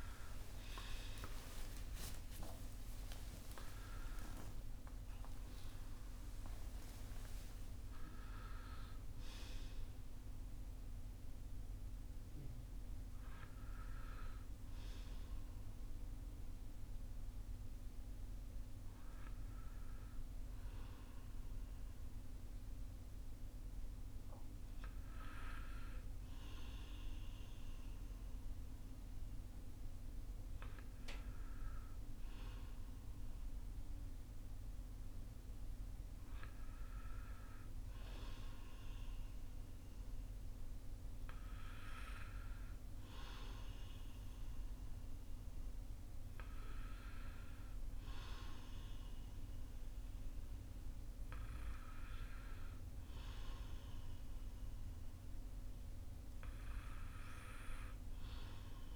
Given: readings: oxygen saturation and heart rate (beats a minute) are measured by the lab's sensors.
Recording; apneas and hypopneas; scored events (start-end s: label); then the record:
breathing in sleep, hard to hear, by a room microphone; none
0.00-1.50 s: oxygen desaturation (device-marked, oxygen 91% lowest, heart rate 53 extreme)
5.50-35.50 s: new sleep stage, N1 (lightest sleep)
35.50-58.96 s: new sleep stage, N2 (light sleep)
From the record:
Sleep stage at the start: N2 (light sleep); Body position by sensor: on the front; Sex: male